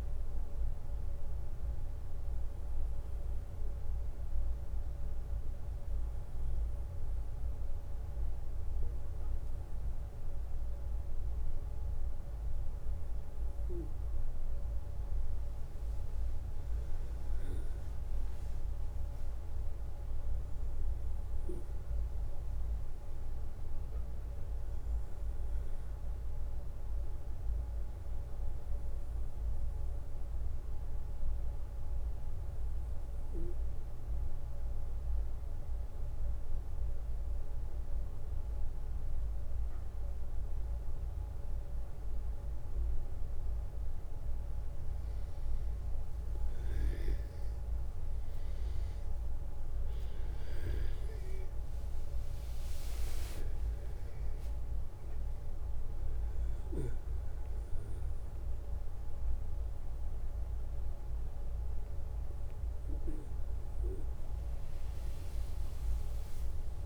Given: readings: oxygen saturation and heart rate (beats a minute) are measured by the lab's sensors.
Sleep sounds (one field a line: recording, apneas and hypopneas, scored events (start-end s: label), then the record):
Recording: breathing in sleep, hard to hear, by a room microphone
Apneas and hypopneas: 1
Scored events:
23.00-27.00 s: arousal
30.00-41.50 s: obstructive apnea (oxygen 97% before, 93% lowest, heart rate 63 before, 59 extreme, up 5 after)
46.00-50.50 s: arousal
49.00-66.86 s: oxygen desaturation (device-marked, oxygen 97% before, 93% lowest, heart rate 61 before, 60 extreme)
From the record:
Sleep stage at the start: N1 (lightest sleep)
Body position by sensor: on the back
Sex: male